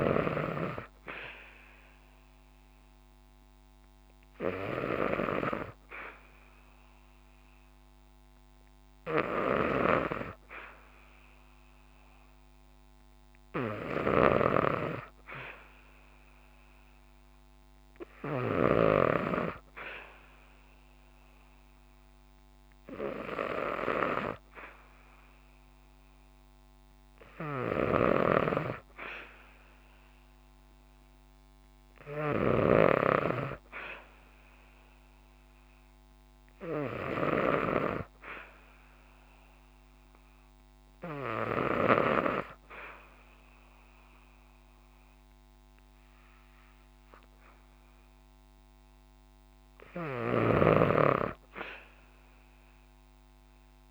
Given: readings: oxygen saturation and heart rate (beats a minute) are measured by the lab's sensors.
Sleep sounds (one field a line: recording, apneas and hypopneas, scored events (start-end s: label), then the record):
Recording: breathing in sleep by a microphone on the trachea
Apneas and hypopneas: 1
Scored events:
13.50-18.00 s: snoring (device-marked)
36.50-47.50 s: hypopnea (oxygen 96% before, 94% lowest, heart rate 64 before, 63 extreme, up 1 after)
49.50-53.91 s: snoring (device-marked)
50.50-53.50 s: arousal
From the record:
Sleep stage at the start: N2 (light sleep)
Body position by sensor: on the back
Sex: female